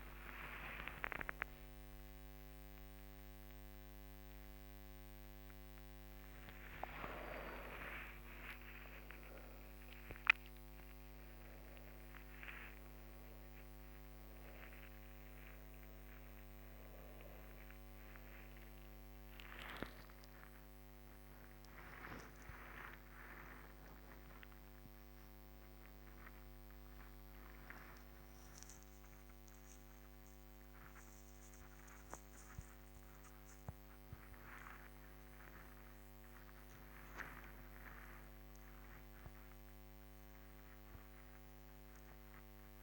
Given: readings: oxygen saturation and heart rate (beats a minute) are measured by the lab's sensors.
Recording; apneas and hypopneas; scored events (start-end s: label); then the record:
a person awake in a sleep study, by a microphone on the trachea; none
none scored
From the record:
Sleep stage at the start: awake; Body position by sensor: on the back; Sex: female